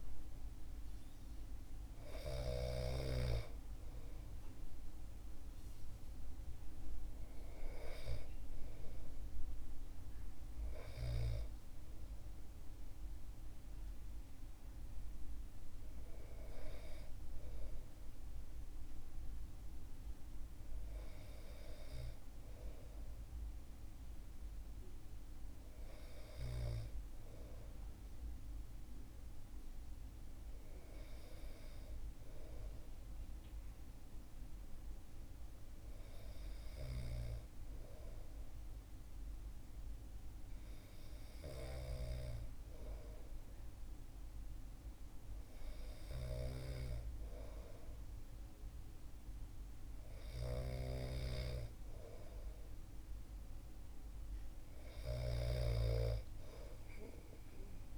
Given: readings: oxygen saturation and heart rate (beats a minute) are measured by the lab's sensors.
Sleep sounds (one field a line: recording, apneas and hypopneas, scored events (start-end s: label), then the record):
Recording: breathing in sleep by a room microphone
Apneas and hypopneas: none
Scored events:
54.50-57.98 s: snoring (device-marked)
From the record:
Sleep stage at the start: N2 (light sleep)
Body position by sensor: on the back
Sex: male